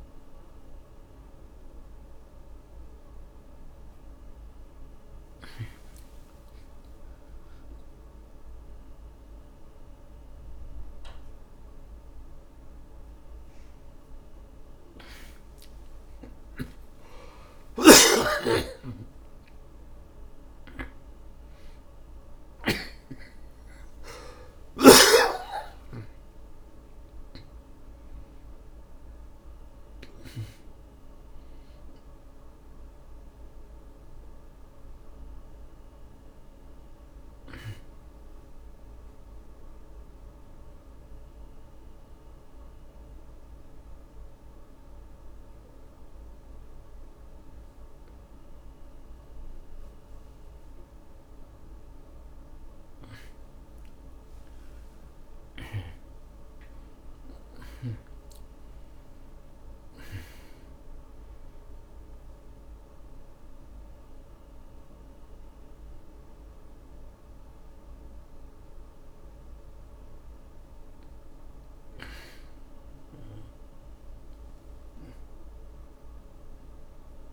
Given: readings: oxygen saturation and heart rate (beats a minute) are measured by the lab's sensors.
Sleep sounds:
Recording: breathing in sleep by a room microphone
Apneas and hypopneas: 2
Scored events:
0.50-20.50 s: oxygen desaturation (device-marked, oxygen 92% before, 83% lowest)
22.00-27.00 s: arousal
42.00-53.00 s: mixed apnea (oxygen 94% before, 84% lowest)
55.00-59.00 s: arousal
58.50-77.33 s: oxygen desaturation (device-marked, oxygen 98% before, 84% lowest)
62.00-72.00 s: central apnea (oxygen 98% before, 84% lowest)
74.50-77.33 s: arousal
From the record:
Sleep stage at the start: N2 (light sleep)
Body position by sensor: on the back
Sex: male

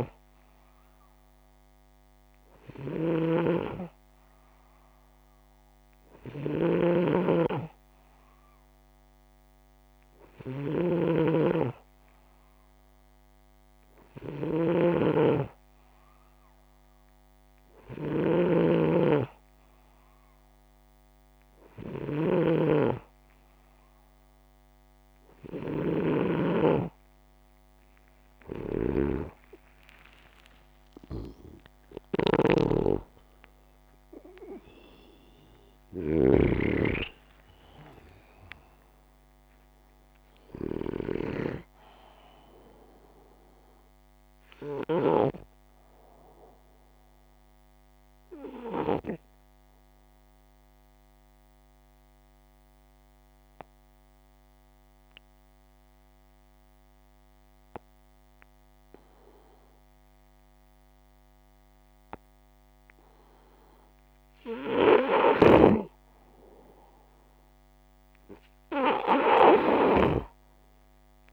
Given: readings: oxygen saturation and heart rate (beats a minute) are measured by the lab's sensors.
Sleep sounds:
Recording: breathing in sleep by a microphone on the trachea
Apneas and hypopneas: 1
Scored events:
0.00-35.50 s: snoring (device-marked)
28.00-35.50 s: arousal
43.50-62.00 s: obstructive apnea
64.50-68.00 s: arousal
64.50-71.33 s: snoring (device-marked)
From the record:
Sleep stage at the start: N2 (light sleep)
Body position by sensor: upright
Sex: male

